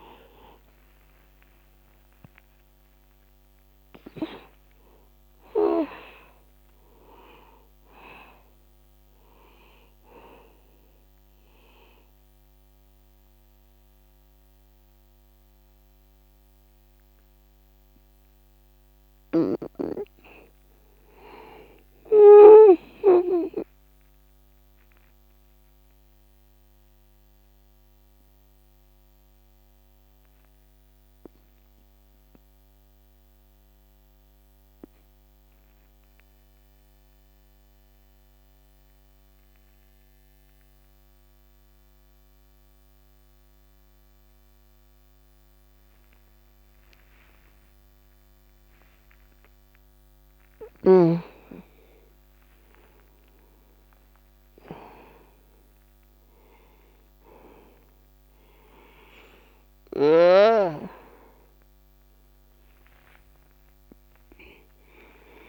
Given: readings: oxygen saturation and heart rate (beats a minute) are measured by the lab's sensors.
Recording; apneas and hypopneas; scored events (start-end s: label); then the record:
a person partly awake in a sleep study, by a microphone on the trachea; 1
0.00-30.00 s: oxygen desaturation (device-marked, oxygen 83% lowest, heart rate 45 extreme)
15.50-50.50 s: obstructive apnea (oxygen 96% before, 86% lowest, heart rate 56 before, 64 extreme, up 0 after)
45.00-65.49 s: new sleep stage, awake
From the record:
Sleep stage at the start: N2 (light sleep); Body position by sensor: on the back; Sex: male